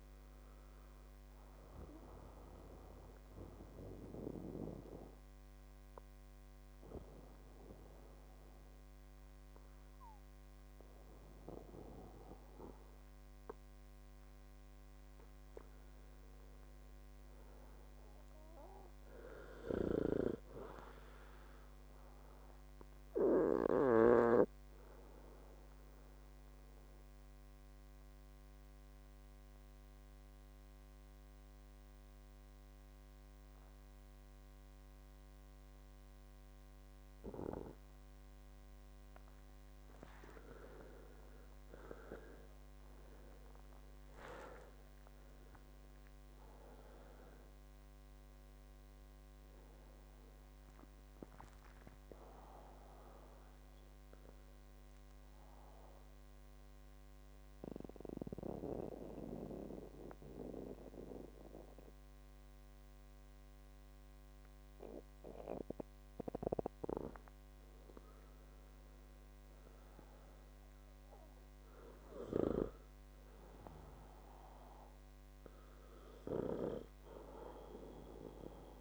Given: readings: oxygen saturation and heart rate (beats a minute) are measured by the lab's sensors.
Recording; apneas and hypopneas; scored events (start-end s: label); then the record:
breathing in sleep by a microphone on the trachea; 3
3.00-16.00 s: hypopnea (oxygen 97% before, 92% lowest, heart rate 71 before, 61 extreme, up 6 after)
18.50-22.00 s: arousal
22.00-24.00 s: long interval between heartbeats (device-marked, heart rate 72 before, 71 extreme)
26.00-39.50 s: mixed apnea (oxygen 97% before, 92% lowest, heart rate 71 before, 61 extreme, up 18 after)
41.50-61.50 s: oxygen desaturation (device-marked, oxygen 97% before, 92% lowest, heart rate 69 before, 63 extreme)
43.00-47.00 s: arousal
55.00-67.00 s: central apnea (oxygen 97% before, 92% lowest, heart rate 72 before, 63 extreme, up 8 after)
70.00-74.00 s: arousal
From the record:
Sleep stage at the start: N2 (light sleep); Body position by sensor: on the back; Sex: male